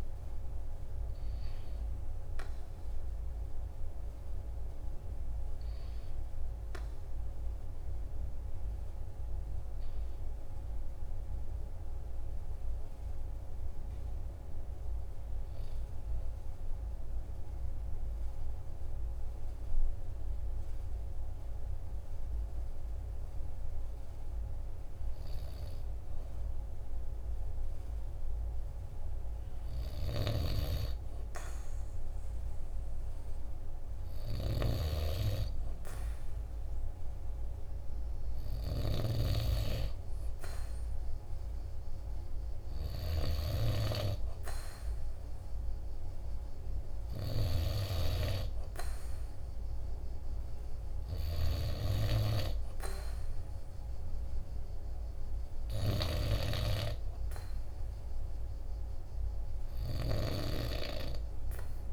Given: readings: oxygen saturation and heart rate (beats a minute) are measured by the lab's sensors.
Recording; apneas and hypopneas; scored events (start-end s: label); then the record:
breathing in sleep by a room microphone; 1
7.00-11.00 s: arousal
14.50-29.00 s: hypopnea (oxygen 97% before, 95% lowest, heart rate 47 before, 45 extreme, up 2 after)
31.50-35.00 s: arousal
From the record:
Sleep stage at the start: N2 (light sleep); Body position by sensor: on the right side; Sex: male